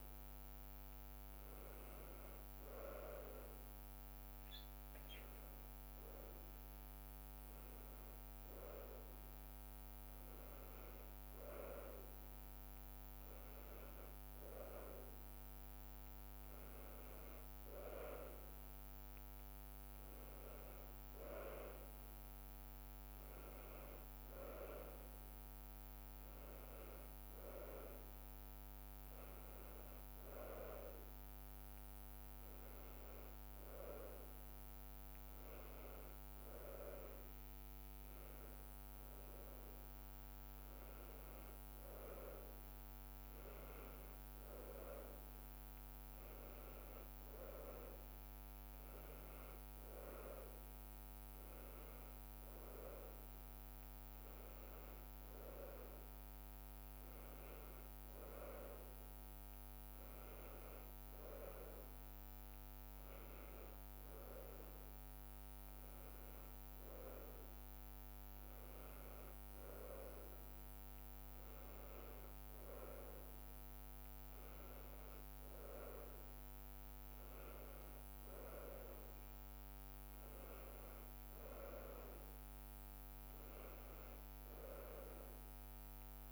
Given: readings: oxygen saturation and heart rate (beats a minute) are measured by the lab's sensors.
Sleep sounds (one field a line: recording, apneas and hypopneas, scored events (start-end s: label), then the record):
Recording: a person awake in a sleep study, by a microphone on the trachea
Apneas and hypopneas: none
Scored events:
none scored
From the record:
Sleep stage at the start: awake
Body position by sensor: on the right side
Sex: female